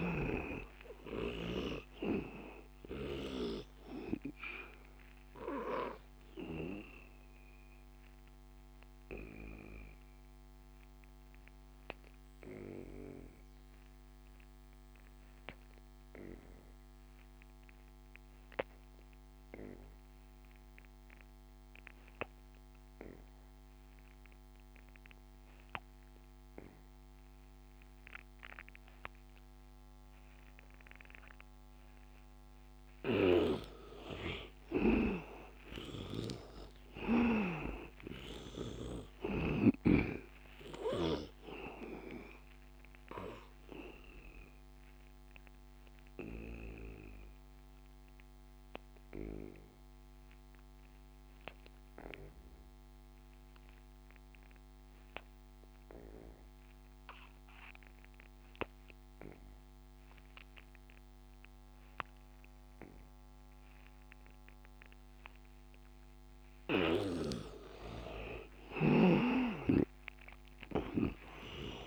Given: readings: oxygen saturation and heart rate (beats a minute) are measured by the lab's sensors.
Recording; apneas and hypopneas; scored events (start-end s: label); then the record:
breathing in sleep by a microphone on the trachea; 2
0.00-3.50 s: snoring (device-marked)
0.00-17.50 s: oxygen desaturation (device-marked, oxygen 79% lowest, heart rate 81 extreme)
5.50-31.50 s: obstructive apnea (oxygen 100% before, 77% lowest, heart rate 90 before, 81 extreme, up 10 after)
26.50-57.50 s: oxygen desaturation (device-marked, oxygen 100% before, 77% lowest, heart rate 88 before, 77 extreme)
33.00-36.50 s: snoring (device-marked)
35.00-39.00 s: arousal
43.00-66.50 s: obstructive apnea (oxygen 100% before, 77% lowest, heart rate 87 before, 77 extreme, up 15 after)
68.50-71.87 s: arousal
69.00-71.87 s: snoring (device-marked)
70.50-71.87 s: oxygen desaturation (device-marked, oxygen 99% before, 80% lowest, heart rate 84 before, 79 extreme)
From the record:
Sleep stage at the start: N2 (light sleep); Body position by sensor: on the back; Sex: male